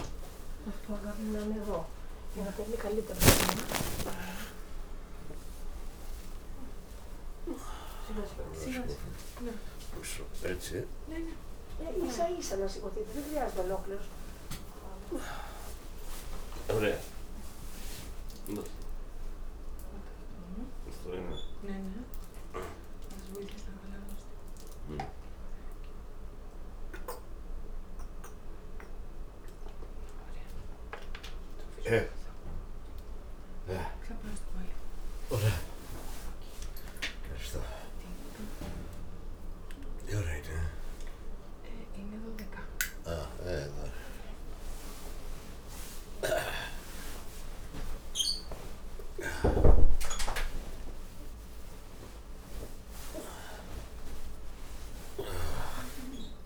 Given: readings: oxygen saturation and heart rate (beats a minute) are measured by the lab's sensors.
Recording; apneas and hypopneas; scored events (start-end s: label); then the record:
a person awake in a sleep study, by a room microphone; none
none scored
From the record:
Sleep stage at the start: awake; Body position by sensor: on the back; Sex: male